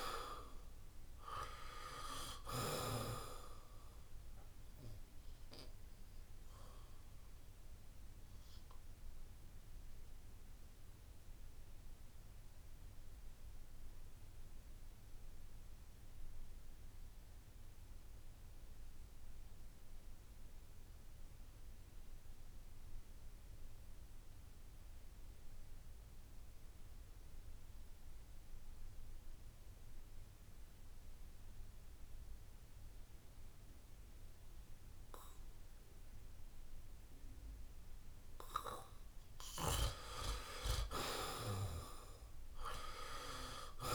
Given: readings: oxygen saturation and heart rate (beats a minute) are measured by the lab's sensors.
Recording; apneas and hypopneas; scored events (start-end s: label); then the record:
breathing in sleep by a room microphone; 1
0.00-23.00 s: oxygen desaturation (device-marked, oxygen 78% lowest, heart rate 65 extreme)
7.00-39.50 s: obstructive apnea (oxygen 97% before, 78% lowest, heart rate 74 before, 64 extreme, up 4 after)
33.00-43.95 s: oxygen desaturation (device-marked, oxygen 97% before, 78% lowest, heart rate 68 before, 64 extreme)
42.00-43.95 s: arousal
From the record:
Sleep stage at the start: N2 (light sleep); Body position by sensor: on the back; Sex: male